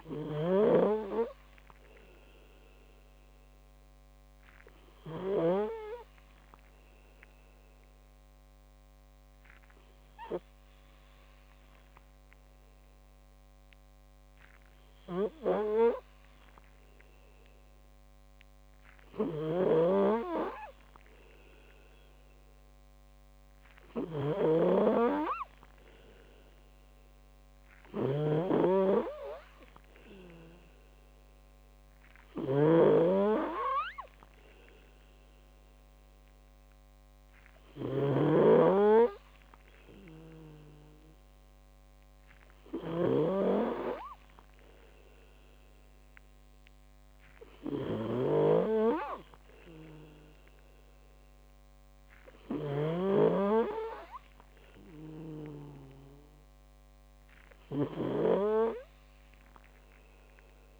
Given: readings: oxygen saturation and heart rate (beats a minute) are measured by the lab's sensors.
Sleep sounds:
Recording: breathing in sleep by a microphone on the trachea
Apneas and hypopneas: 1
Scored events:
0.00-5.50 s: snoring (device-marked)
1.50-18.00 s: obstructive apnea (oxygen 95% before, 93% lowest)
15.00-58.00 s: snoring (device-marked)
19.50-23.00 s: arousal
From the record:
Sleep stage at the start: N2 (light sleep)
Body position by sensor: on the back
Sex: male

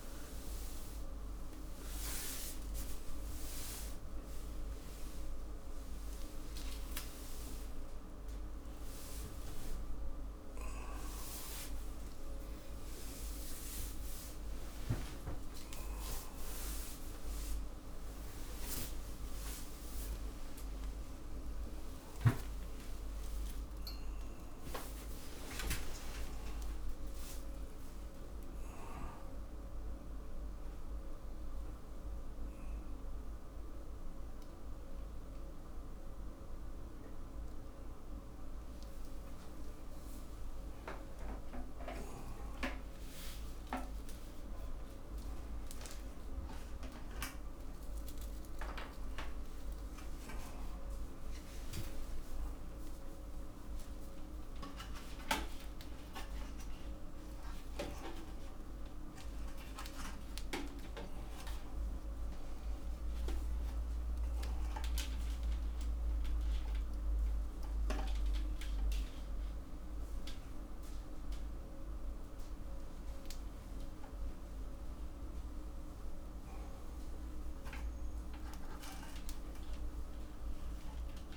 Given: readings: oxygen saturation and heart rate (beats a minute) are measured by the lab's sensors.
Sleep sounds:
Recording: a person awake in a sleep study, hard to hear, by a room microphone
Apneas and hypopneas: none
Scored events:
0.50-2.50 s: long interval between heartbeats (device-marked, heart rate 59 before, 72 extreme)
5.50-7.50 s: long interval between heartbeats (device-marked, heart rate 68 before, 136 extreme)
8.50-10.50 s: long interval between heartbeats (device-marked, heart rate 81 before, 170 extreme)
12.00-14.00 s: long interval between heartbeats (device-marked, heart rate 105 before, 150 extreme)
16.50-18.50 s: long interval between heartbeats (device-marked, heart rate 121 before, 126 extreme)
19.50-21.50 s: long interval between heartbeats (device-marked, heart rate 132 before, 140 extreme)
24.00-26.00 s: long interval between heartbeats (device-marked, heart rate 144 before, 99 extreme)
31.50-33.50 s: long interval between heartbeats (device-marked, heart rate 125 before, 95 extreme)
34.50-36.50 s: long interval between heartbeats (device-marked, heart rate 115 before, 101 extreme)
42.00-44.00 s: long interval between heartbeats (device-marked, heart rate 98 before, 87 extreme)
45.00-47.00 s: long interval between heartbeats (device-marked, heart rate 95 before, 106 extreme)
49.00-51.00 s: long interval between heartbeats (device-marked, heart rate 96 before, 98 extreme)
51.50-53.50 s: long interval between heartbeats (device-marked, heart rate 96 before, 101 extreme)
54.50-56.50 s: long interval between heartbeats (device-marked, heart rate 98 before, 106 extreme)
58.00-60.00 s: long interval between heartbeats (device-marked, heart rate 99 before, 89 extreme)
62.00-65.00 s: oxygen desaturation (device-marked, oxygen 99% before, 96% lowest, heart rate 98 before, 81 extreme)
64.00-66.00 s: long interval between heartbeats (device-marked, heart rate 99 before, 122 extreme)
76.50-78.50 s: long interval between heartbeats (device-marked, heart rate 105 before, 99 extreme)
From the record:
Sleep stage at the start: awake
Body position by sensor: upright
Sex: male

